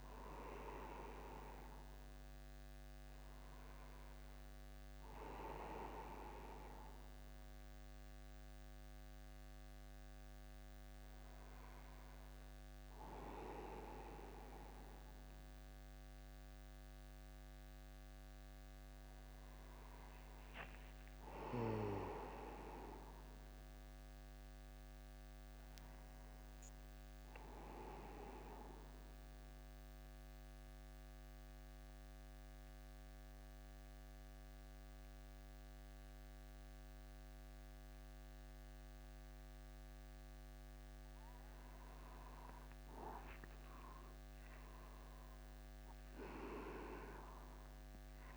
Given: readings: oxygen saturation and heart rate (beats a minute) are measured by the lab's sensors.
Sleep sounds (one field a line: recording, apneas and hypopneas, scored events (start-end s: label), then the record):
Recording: breathing in sleep by a microphone on the trachea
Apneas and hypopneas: 1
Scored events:
19.50-23.00 s: arousal
20.50-22.50 s: long interval between heartbeats (device-marked, heart rate 50 before, 59 extreme)
28.50-41.00 s: mixed apnea (oxygen 97% before, 96% lowest, heart rate 53 before, 49 extreme, up 10 after)
44.50-46.50 s: long interval between heartbeats (device-marked, heart rate 52 before, 60 extreme)
46.50-48.37 s: arousal
From the record:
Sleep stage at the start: N1 (lightest sleep)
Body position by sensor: upright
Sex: male